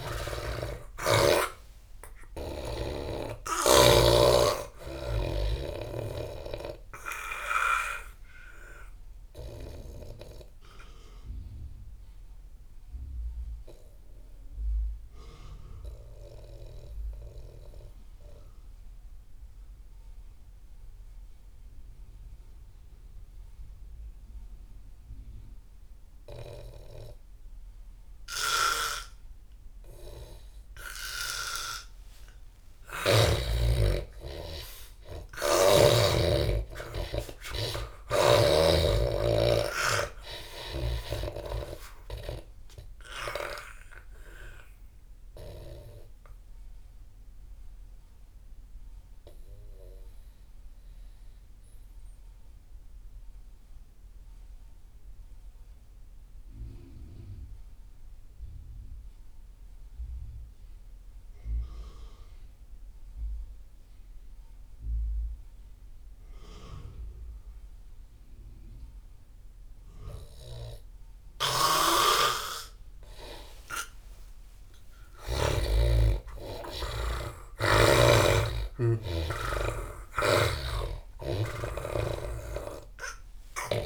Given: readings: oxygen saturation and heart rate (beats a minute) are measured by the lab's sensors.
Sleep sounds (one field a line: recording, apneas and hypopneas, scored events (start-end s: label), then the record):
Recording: breathing in sleep by a room microphone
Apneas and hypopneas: 2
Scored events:
0.00-19.00 s: oxygen desaturation (device-marked, oxygen 86% lowest)
5.50-30.50 s: obstructive apnea (oxygen 98% before, 83% lowest)
29.00-60.00 s: oxygen desaturation (device-marked, oxygen 98% before, 83% lowest)
32.50-36.50 s: arousal
44.00-72.50 s: obstructive apnea (oxygen 98% before, 83% lowest)
72.00-75.50 s: snoring (device-marked)
73.00-83.86 s: oxygen desaturation (device-marked, oxygen 97% before, 83% lowest)
74.00-80.00 s: arousal
80.00-83.86 s: snoring (device-marked)
From the record:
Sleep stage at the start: N2 (light sleep)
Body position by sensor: on the back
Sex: male